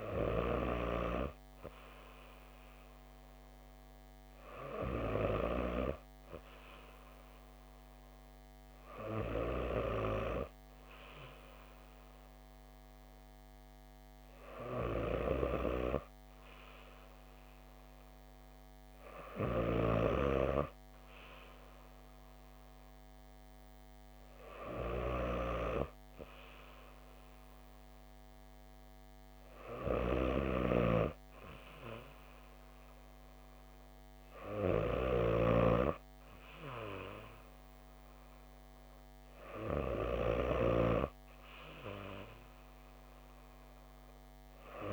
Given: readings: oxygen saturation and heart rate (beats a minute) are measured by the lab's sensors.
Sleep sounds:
breathing in sleep by a microphone on the trachea; none
none scored
From the record:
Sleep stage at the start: N2 (light sleep); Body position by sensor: on the back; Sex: female

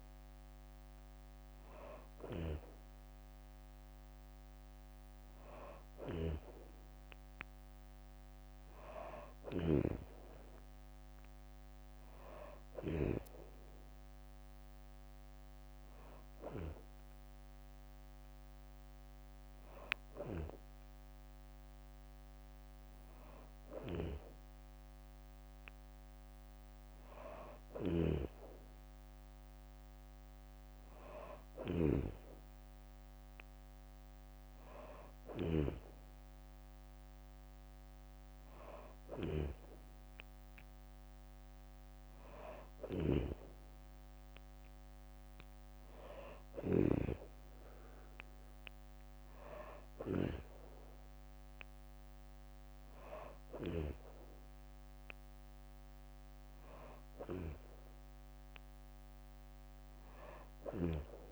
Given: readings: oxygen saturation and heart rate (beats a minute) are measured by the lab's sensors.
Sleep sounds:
breathing in sleep by a microphone on the trachea; none
5.50-13.00 s: snoring (device-marked)
27.50-35.50 s: snoring (device-marked)
42.50-46.50 s: snoring (device-marked)
60.00-61.32 s: snoring (device-marked)
From the record:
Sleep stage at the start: N2 (light sleep); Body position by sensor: on the back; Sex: female

